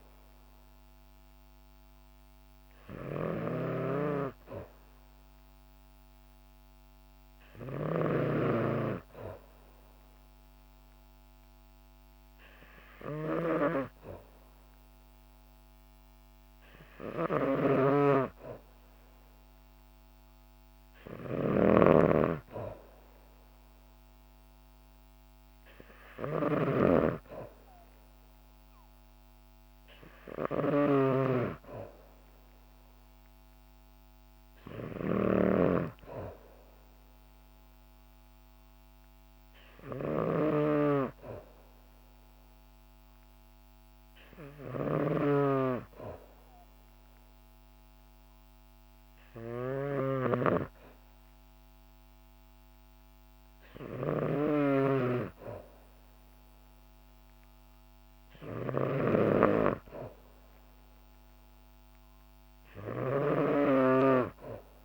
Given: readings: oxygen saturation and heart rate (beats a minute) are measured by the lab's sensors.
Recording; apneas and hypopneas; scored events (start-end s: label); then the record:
breathing in sleep by a microphone on the trachea; none
0.00-64.85 s: snoring (device-marked)
From the record:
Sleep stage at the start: N2 (light sleep); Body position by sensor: on the back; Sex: female